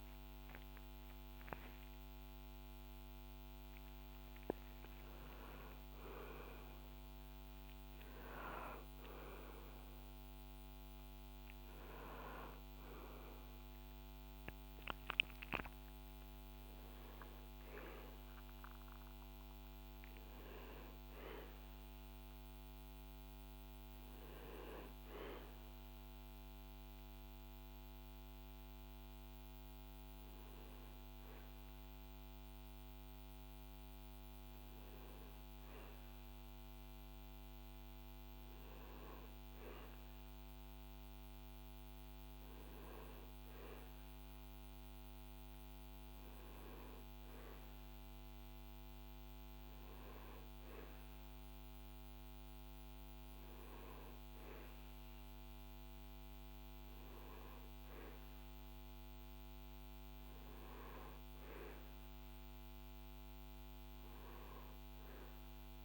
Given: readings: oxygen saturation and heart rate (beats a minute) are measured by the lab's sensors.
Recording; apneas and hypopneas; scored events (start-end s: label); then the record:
breathing in sleep by a microphone on the trachea; none
0.00-1.50 s: arousal
From the record:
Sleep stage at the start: N1 (lightest sleep); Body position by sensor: on the back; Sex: male